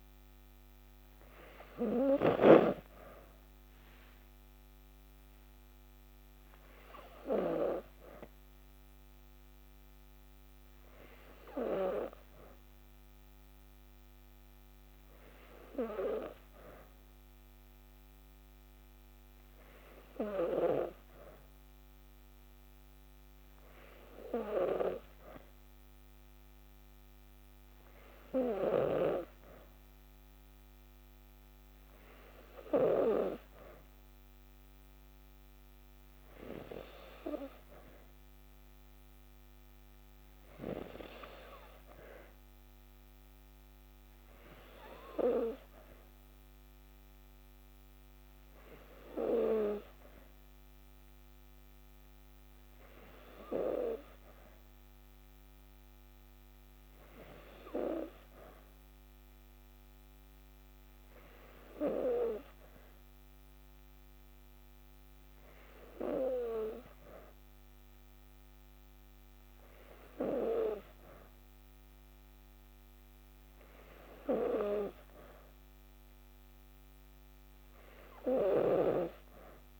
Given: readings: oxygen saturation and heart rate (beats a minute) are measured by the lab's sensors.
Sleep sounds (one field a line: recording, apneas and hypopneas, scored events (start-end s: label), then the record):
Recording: breathing in sleep by a microphone on the trachea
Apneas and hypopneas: none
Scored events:
none scored
From the record:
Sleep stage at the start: N2 (light sleep)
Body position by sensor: on the back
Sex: female